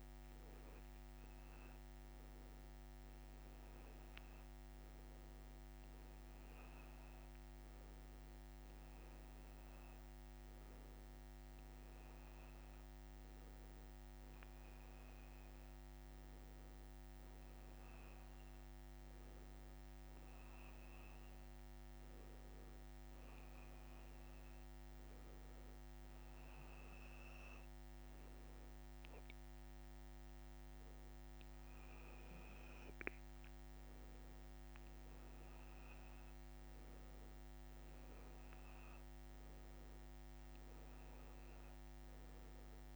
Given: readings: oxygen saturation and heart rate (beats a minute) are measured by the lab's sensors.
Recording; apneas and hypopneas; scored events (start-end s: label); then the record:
breathing in sleep, hard to hear, by a microphone on the trachea; none
none scored
From the record:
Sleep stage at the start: N2 (light sleep); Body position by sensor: on the back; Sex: male